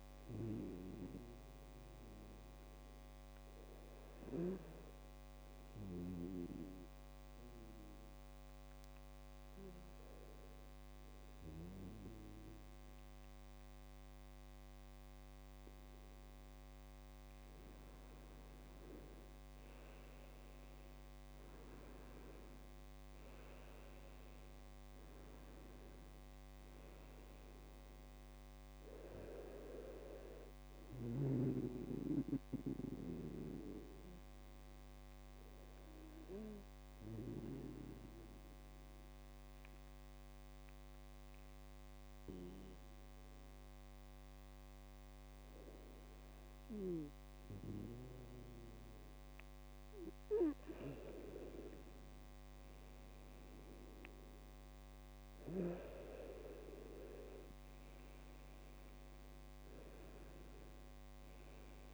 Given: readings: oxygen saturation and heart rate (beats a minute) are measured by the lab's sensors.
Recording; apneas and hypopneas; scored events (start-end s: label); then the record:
breathing in sleep by a microphone on the trachea; 2
2.00-17.00 s: obstructive apnea (oxygen 98% before, 95% lowest, heart rate 65 before, 59 extreme, up 3 after)
19.50-24.50 s: arousal
32.50-50.00 s: obstructive apnea (oxygen 97% before, 95% lowest, heart rate 68 before, 59 extreme, up 1 after)
38.00-61.94 s: new sleep stage, N2 (light sleep)
52.00-56.50 s: arousal
From the record:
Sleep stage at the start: N1 (lightest sleep); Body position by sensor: on the right side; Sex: male